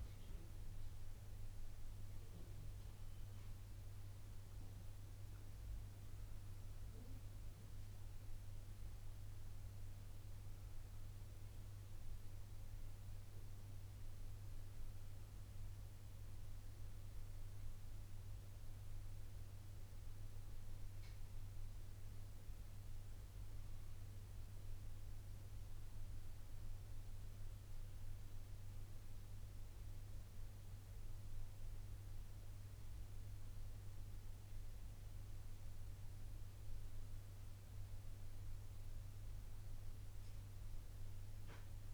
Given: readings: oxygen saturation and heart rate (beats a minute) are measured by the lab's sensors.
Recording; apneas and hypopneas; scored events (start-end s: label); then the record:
breathing in sleep, hard to hear, by a room microphone; none
13.50-41.94 s: new sleep stage, N2 (light sleep)
From the record:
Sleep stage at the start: N1 (lightest sleep); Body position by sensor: on the right side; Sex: male